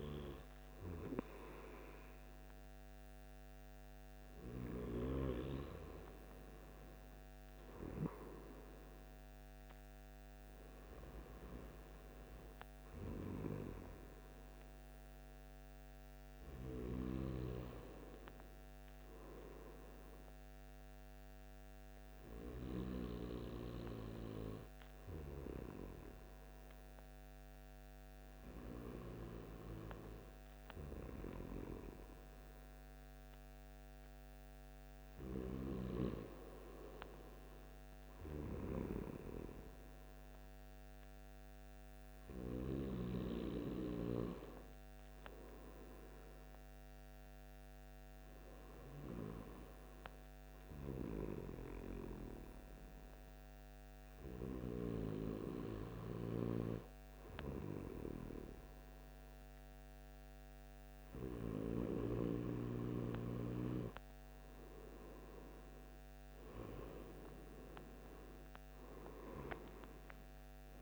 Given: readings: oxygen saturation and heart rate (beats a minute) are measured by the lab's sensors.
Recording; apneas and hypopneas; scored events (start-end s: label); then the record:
breathing in sleep by a microphone on the trachea; none
69.00-70.82 s: arousal
From the record:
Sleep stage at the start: N2 (light sleep); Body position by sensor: on the right side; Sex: male